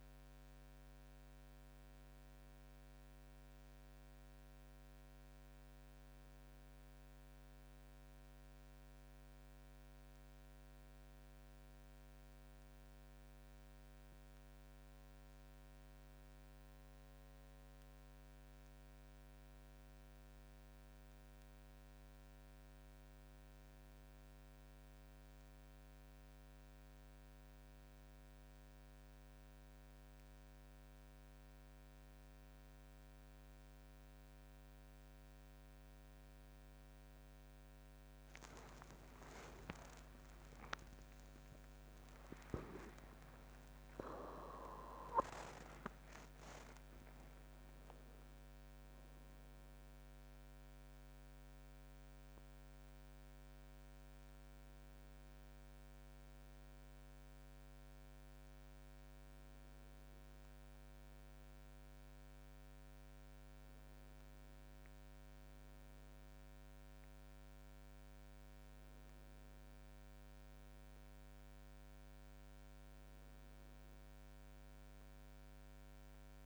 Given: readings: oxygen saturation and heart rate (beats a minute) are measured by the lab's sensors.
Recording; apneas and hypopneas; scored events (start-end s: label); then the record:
a person awake in a sleep study, by a microphone on the trachea; none
28.00-76.46 s: new sleep stage, awake
From the record:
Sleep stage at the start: N1 (lightest sleep); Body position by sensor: on the back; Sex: female